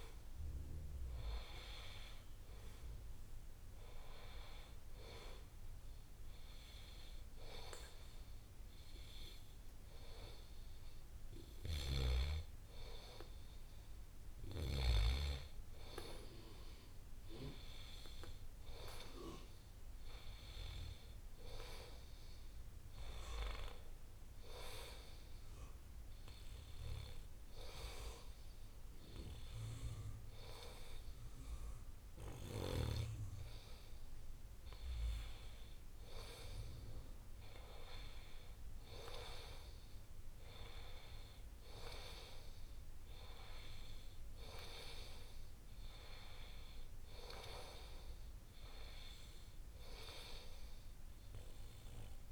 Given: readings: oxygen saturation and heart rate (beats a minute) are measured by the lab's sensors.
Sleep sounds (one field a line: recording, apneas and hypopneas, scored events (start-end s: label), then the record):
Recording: breathing in sleep by a room microphone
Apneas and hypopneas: 1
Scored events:
0.00-2.50 s: arousal
0.00-16.50 s: oxygen desaturation (device-marked, oxygen 90% lowest, heart rate 83 extreme)
11.50-15.00 s: snoring (device-marked)
18.50-21.50 s: arousal
23.50-35.50 s: hypopnea (oxygen 94% before, 84% lowest, heart rate 85 before, 83 extreme, up 2 after)
38.00-41.00 s: arousal
From the record:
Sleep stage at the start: N2 (light sleep)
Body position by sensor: on the back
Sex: male